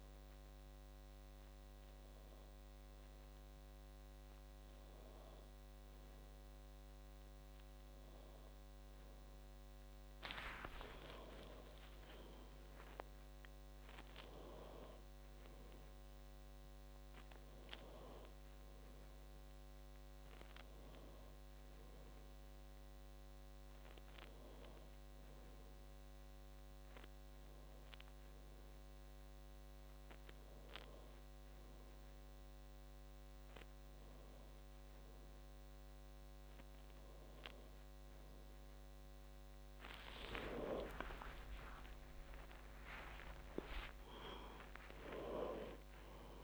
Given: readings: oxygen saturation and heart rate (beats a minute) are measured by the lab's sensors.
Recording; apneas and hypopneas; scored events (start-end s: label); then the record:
breathing in sleep by a microphone on the trachea; none
10.00-40.00 s: new sleep stage, N1 (lightest sleep)
10.50-14.50 s: arousal
40.00-46.44 s: new sleep stage, awake
From the record:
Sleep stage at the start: N2 (light sleep); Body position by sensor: on the back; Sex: female